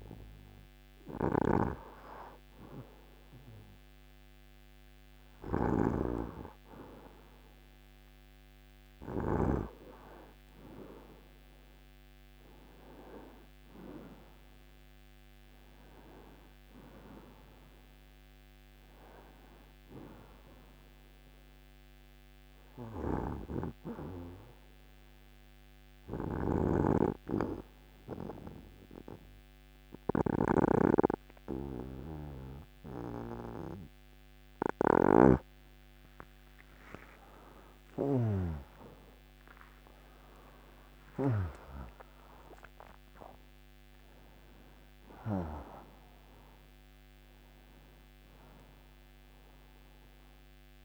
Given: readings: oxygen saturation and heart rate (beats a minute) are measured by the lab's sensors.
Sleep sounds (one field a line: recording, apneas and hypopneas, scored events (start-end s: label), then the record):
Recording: breathing in sleep by a microphone on the trachea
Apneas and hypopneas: 1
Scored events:
13.50-50.85 s: new sleep stage, N2 (light sleep)
25.50-37.50 s: hypopnea (oxygen 90% before, 89% lowest)
39.50-44.50 s: arousal
From the record:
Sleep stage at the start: N1 (lightest sleep)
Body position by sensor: on the left side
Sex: male